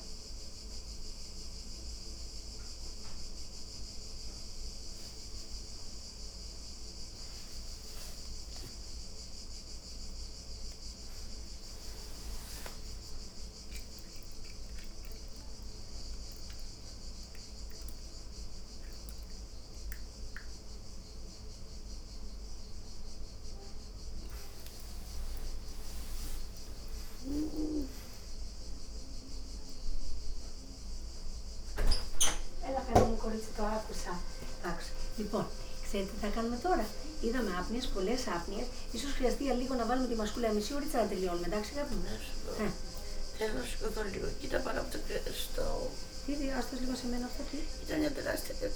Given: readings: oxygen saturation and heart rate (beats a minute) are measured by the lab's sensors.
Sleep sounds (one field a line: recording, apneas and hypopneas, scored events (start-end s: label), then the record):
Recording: a person awake in a sleep study, by a room microphone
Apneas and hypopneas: none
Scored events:
none scored
From the record:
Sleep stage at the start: awake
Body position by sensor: on the back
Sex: female